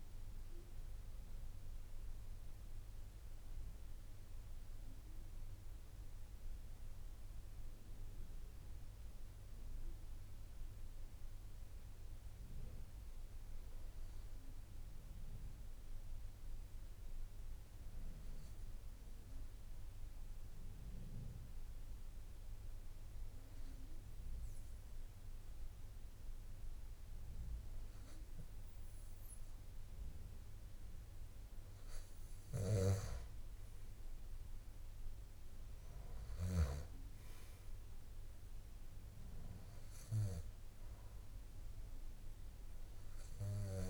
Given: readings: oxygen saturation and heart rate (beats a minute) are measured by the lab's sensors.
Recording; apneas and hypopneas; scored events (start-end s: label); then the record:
breathing in sleep by a room microphone; 1
9.00-32.00 s: hypopnea (oxygen 96% before, 92% lowest, heart rate 53 before, 52 extreme, up 4 after)
36.00-43.90 s: oxygen desaturation (device-marked, oxygen 97% before, 93% lowest, heart rate 54 before, 52 extreme)
From the record:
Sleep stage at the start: N1 (lightest sleep); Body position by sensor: on the back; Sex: male